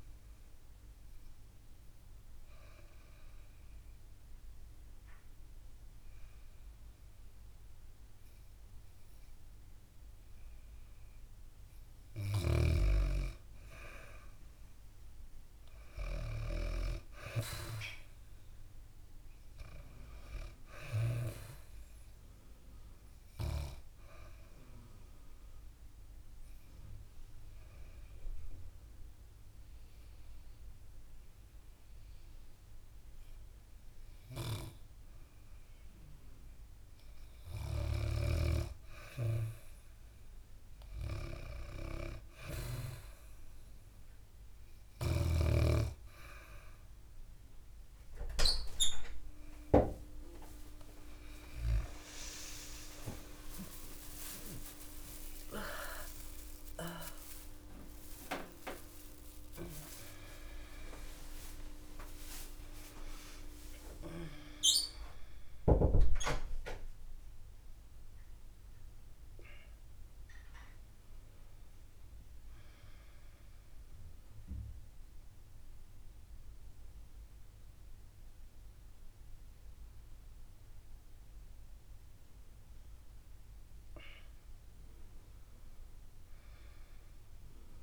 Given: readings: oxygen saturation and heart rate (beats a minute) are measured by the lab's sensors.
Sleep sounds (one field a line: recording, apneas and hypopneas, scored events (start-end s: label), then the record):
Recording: a person partly awake in a sleep study, by a room microphone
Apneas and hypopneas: 3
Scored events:
0.50-11.00 s: obstructive apnea (oxygen 98% before, 94% lowest, heart rate 67 before, 59 extreme, up 2 after)
12.50-16.00 s: arousal
23.00-35.50 s: hypopnea (oxygen 98% before, 94% lowest, heart rate 64 before, 59 extreme, up 5 after)
27.50-30.50 s: bradycardia (device-marked, heart rate 67 before, 60 extreme)
37.00-42.00 s: snoring (device-marked)
40.50-70.50 s: new sleep stage, awake
70.50-87.83 s: new sleep stage, N1 (lightest sleep)
72.50-82.50 s: mixed apnea (oxygen 99% before, 96% lowest, heart rate 87 before, 59 extreme, up 10 after)
86.50-87.83 s: arousal
From the record:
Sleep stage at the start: N2 (light sleep)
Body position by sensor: on the back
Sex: female